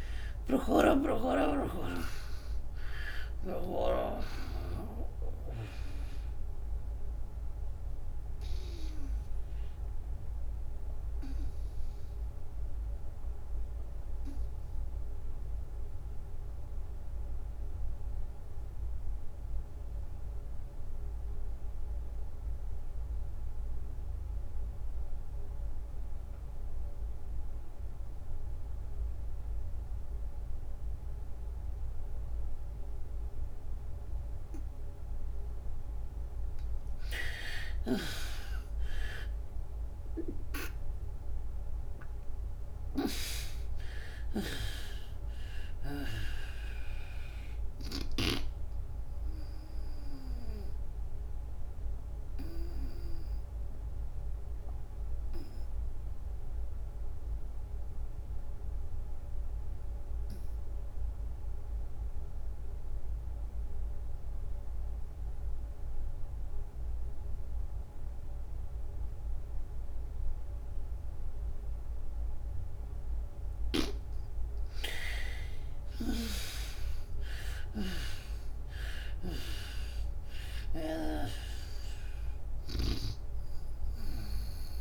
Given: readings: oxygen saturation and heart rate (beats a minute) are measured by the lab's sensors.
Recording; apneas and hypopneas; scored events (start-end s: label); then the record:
breathing in sleep by a room microphone; 2
0.00-14.50 s: oxygen desaturation (device-marked, oxygen 54% lowest, heart rate 63 extreme)
8.50-35.50 s: obstructive apnea (oxygen 83% before, 54% lowest, heart rate 87 before, 68 extreme, up 28 after)
26.50-57.50 s: oxygen desaturation (device-marked, oxygen 94% before, 54% lowest, heart rate 81 before, 65 extreme)
37.00-42.00 s: arousal
48.00-72.00 s: obstructive apnea (oxygen 94% before, 54% lowest, heart rate 83 before, 65 extreme, up 34 after)
59.50-84.81 s: oxygen desaturation (device-marked, oxygen 96% before, 57% lowest, heart rate 93 before, 67 extreme)
73.00-77.50 s: arousal
From the record:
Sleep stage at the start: REM sleep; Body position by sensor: on the back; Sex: female